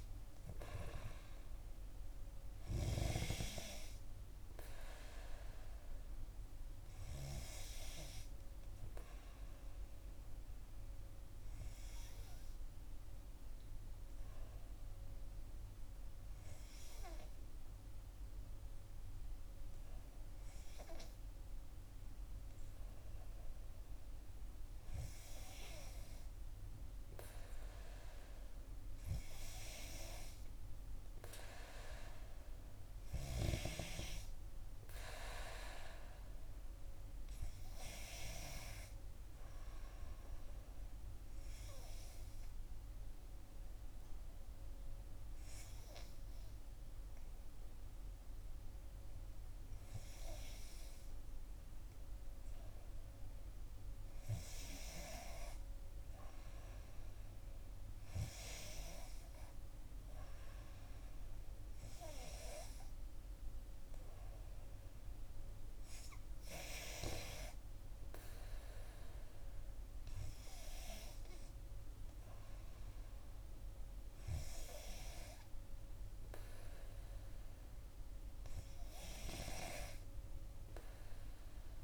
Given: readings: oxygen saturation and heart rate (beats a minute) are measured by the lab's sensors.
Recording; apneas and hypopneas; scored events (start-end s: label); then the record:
breathing in sleep by a room microphone; 2
9.50-26.50 s: hypopnea (oxygen 93% before, 90% lowest, heart rate 61 before, 57 extreme, up 4 after)
30.00-33.50 s: arousal
40.50-53.00 s: hypopnea (oxygen 94% before, 91% lowest, heart rate 62 before, 58 extreme, up 3 after)
55.50-59.00 s: arousal
From the record:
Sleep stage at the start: N2 (light sleep); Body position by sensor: on the back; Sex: female